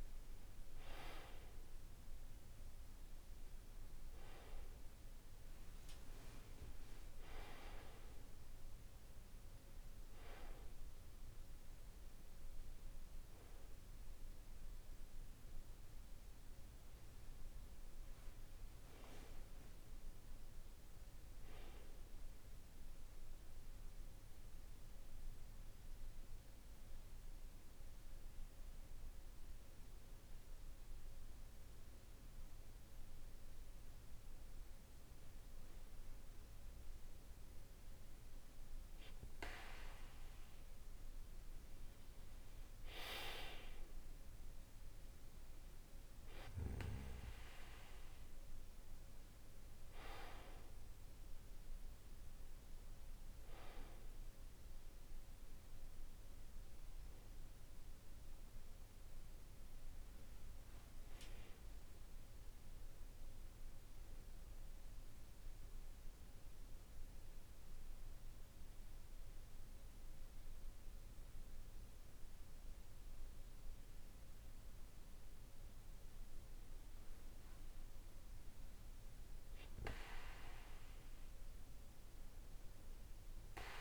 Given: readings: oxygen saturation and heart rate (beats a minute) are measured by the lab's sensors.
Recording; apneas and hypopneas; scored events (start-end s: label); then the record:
breathing in sleep by a room microphone; 2
0.00-9.50 s: oxygen desaturation (device-marked, oxygen 93% lowest, heart rate 48 extreme)
15.00-19.00 s: arousal
21.50-35.00 s: obstructive apnea (oxygen 97% before, 94% lowest, heart rate 52 before, 48 extreme, up 2 after)
38.00-41.50 s: arousal
64.50-76.00 s: obstructive apnea (oxygen 96% before, 94% lowest, heart rate 50 before, 48 extreme, up 2 after)
78.50-82.00 s: arousal
From the record:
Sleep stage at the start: N2 (light sleep); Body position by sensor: on the back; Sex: male